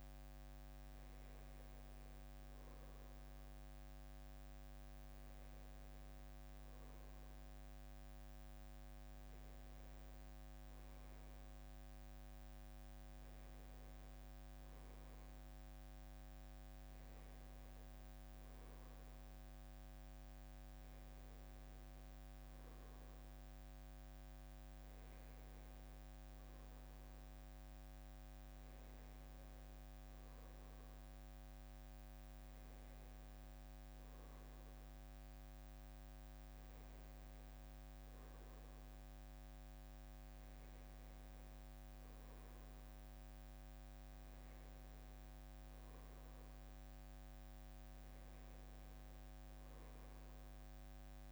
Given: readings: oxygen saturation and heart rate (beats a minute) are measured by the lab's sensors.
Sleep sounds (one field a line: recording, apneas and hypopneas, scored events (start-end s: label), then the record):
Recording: a person awake in a sleep study, hard to hear, by a microphone on the trachea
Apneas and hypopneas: none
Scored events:
none scored
From the record:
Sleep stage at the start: awake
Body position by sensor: on the back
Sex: male